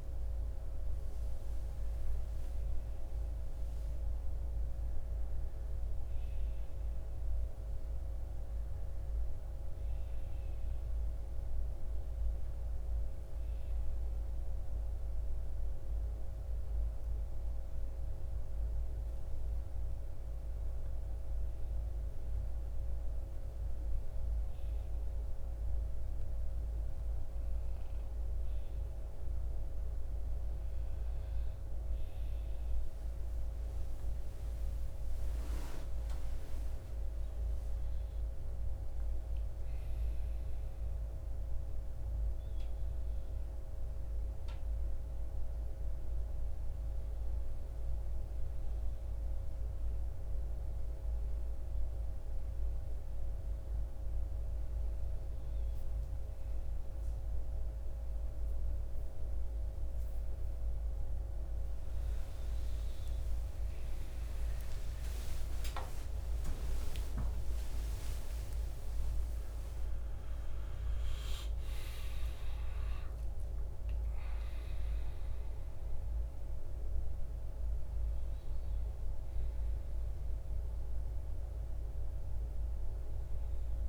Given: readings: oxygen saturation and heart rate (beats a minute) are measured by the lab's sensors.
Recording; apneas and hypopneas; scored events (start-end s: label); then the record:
breathing in sleep, hard to hear, by a room microphone; 1
14.50-26.00 s: hypopnea (oxygen 96% before, 91% lowest, heart rate 63 before, 60 extreme, up 3 after)
34.00-47.00 s: oxygen desaturation (device-marked, oxygen 94% before, 91% lowest, heart rate 61 before, 60 extreme)
36.00-40.50 s: arousal
63.50-69.50 s: arousal
From the record:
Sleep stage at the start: N1 (lightest sleep); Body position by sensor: on the right side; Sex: male